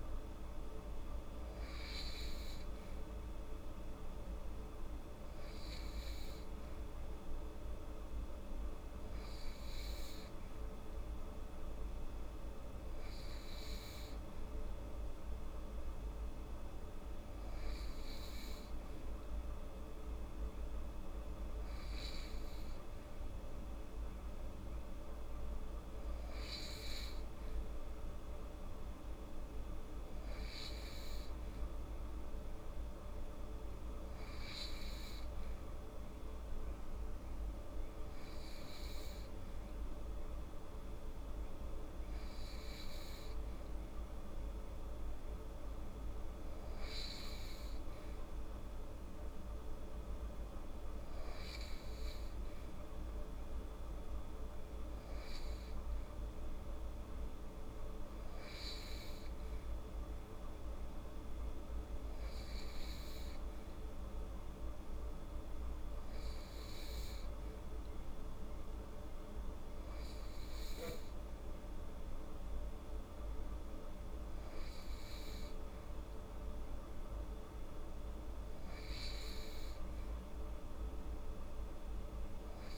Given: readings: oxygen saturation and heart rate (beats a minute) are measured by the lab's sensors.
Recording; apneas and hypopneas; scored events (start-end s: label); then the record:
breathing in sleep, hard to hear, by a room microphone; none
none scored
From the record:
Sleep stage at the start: N2 (light sleep); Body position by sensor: on the right side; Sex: female